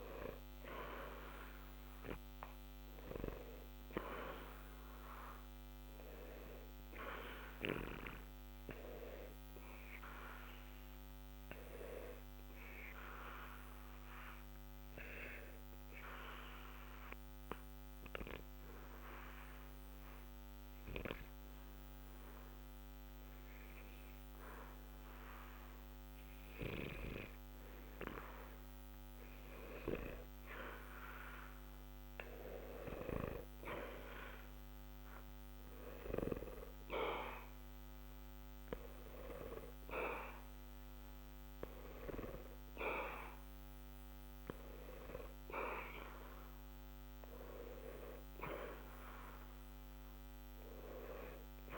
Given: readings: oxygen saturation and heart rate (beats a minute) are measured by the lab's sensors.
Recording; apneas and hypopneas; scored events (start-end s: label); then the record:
breathing in sleep by a microphone on the trachea; 1
3.50-22.50 s: oxygen desaturation (device-marked, oxygen 93% before, 89% lowest, heart rate 60 before, 60 extreme)
9.00-29.50 s: obstructive apnea (oxygen 93% before, 89% lowest, heart rate 60 before, 60 extreme, up 0 after)
33.00-36.00 s: arousal
From the record:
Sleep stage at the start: N2 (light sleep); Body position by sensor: on the back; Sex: male